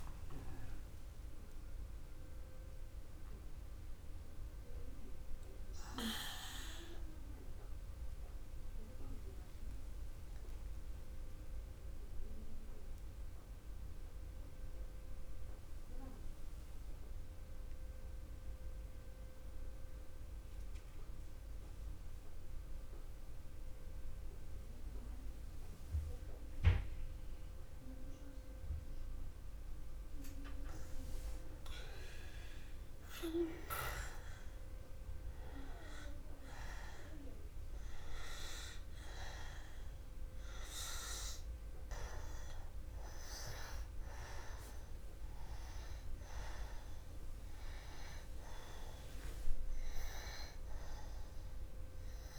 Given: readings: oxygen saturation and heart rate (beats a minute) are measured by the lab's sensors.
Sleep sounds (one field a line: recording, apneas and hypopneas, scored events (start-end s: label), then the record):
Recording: breathing in sleep by a room microphone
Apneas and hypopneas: 1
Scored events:
0.00-11.00 s: oxygen desaturation (device-marked, oxygen 97% before, 85% lowest, heart rate 62 before, 61 extreme)
4.50-8.00 s: arousal
11.00-32.00 s: mixed apnea (oxygen 96% before, 87% lowest, heart rate 69 before, 61 extreme, up 1 after)
34.50-39.00 s: arousal
41.00-52.39 s: oxygen desaturation (device-marked, oxygen 97% before, 87% lowest, heart rate 61 before, 61 extreme)
From the record:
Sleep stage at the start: N2 (light sleep)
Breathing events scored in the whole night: 150 in 2.6 hours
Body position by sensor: on the back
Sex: male